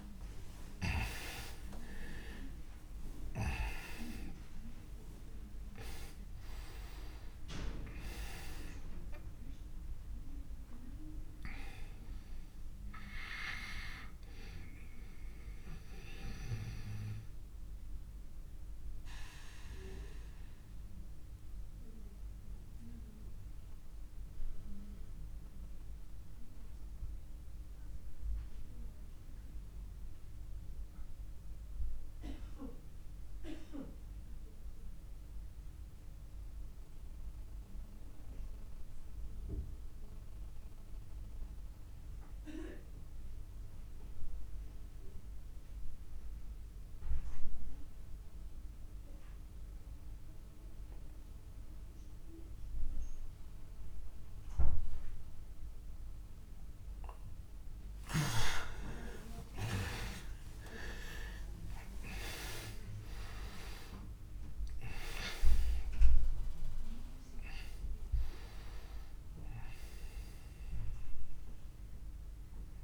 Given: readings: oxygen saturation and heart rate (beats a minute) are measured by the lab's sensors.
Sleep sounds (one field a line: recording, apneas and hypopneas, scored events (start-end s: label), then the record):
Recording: breathing in sleep by a room microphone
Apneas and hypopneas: 1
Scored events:
0.00-4.00 s: arousal
0.00-35.00 s: oxygen desaturation (device-marked, oxygen 78% lowest)
14.50-56.50 s: obstructive apnea (oxygen 95% before, 78% lowest)
53.00-72.83 s: oxygen desaturation (device-marked, oxygen 98% before, 82% lowest)
57.00-61.50 s: arousal
From the record:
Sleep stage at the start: REM sleep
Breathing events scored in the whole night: 277 in 4.3 hours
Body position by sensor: on the back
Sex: male